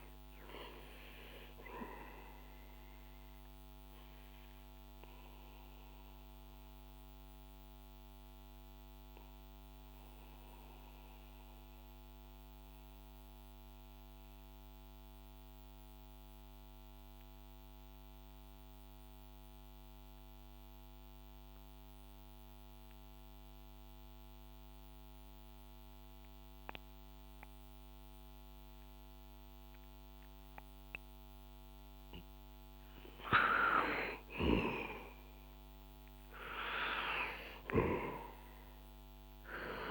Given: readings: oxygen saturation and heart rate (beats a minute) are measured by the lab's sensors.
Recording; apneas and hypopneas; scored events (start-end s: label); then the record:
breathing in sleep by a microphone on the trachea; 1
0.00-21.00 s: oxygen desaturation (device-marked, oxygen 89% lowest, heart rate 58 extreme)
2.50-32.50 s: mixed apnea (oxygen 99% before, 89% lowest, heart rate 65 before, 58 extreme, up 1 after)
35.00-39.00 s: arousal
From the record:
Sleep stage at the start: N2 (light sleep); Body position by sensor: on the back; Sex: male